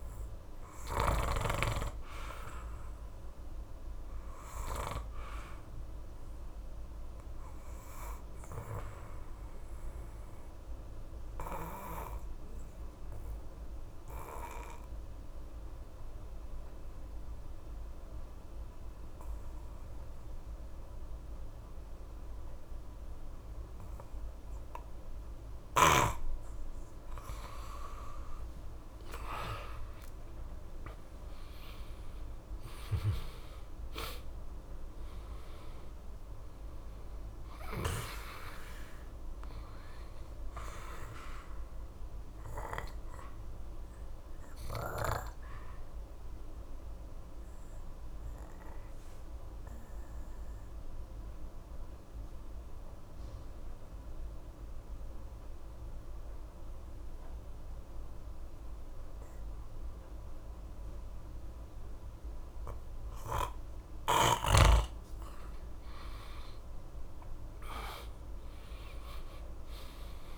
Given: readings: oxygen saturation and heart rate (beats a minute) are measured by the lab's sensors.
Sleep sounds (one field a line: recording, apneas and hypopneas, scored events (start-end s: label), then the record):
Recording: breathing in sleep by a room microphone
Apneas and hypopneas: 2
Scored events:
0.00-15.00 s: oxygen desaturation (device-marked, oxygen 89% lowest, heart rate 66 extreme)
2.00-27.00 s: obstructive apnea (oxygen 96% before, 85% lowest, heart rate 68 before, 66 extreme, up 14 after)
28.00-55.00 s: oxygen desaturation (device-marked, oxygen 96% before, 85% lowest, heart rate 68 before, 64 extreme)
29.00-33.00 s: arousal
41.50-64.50 s: obstructive apnea (oxygen 96% before, 85% lowest, heart rate 71 before, 64 extreme, up 4 after)
67.50-70.38 s: arousal
From the record:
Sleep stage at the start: N2 (light sleep)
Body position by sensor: on the back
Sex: male